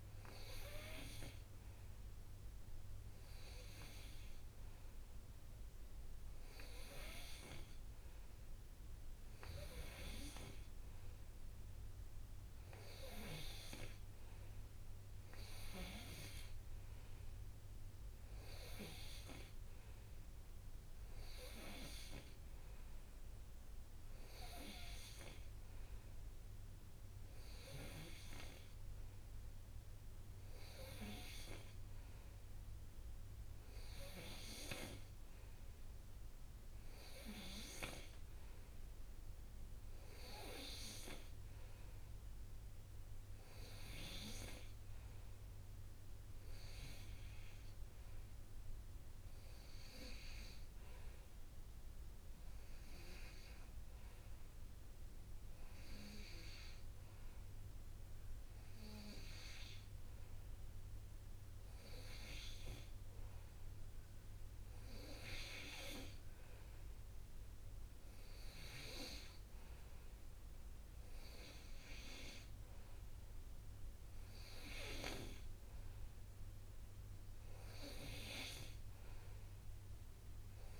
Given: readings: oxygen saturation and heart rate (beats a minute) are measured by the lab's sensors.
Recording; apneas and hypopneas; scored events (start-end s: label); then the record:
breathing in sleep by a room microphone; none
none scored
From the record:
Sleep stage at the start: N2 (light sleep); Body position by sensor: on the right side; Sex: male